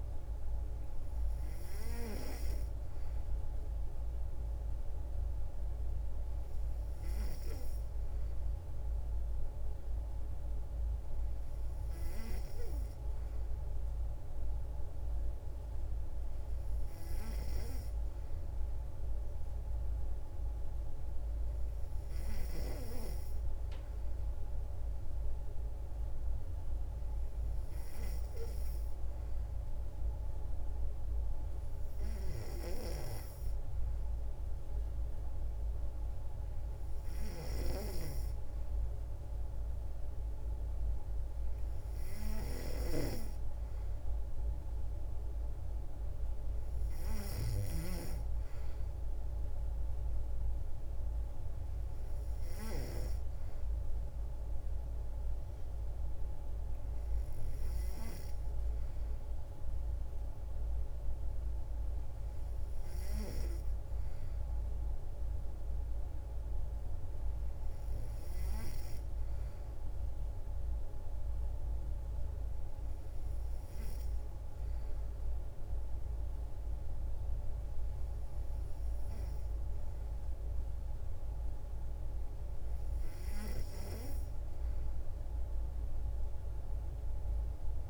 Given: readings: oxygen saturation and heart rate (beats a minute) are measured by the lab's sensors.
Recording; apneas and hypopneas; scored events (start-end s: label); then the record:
breathing in sleep by a room microphone; none
42.50-48.00 s: snoring (device-marked)
From the record:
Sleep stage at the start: N3 (deep sleep); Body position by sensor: on the back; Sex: female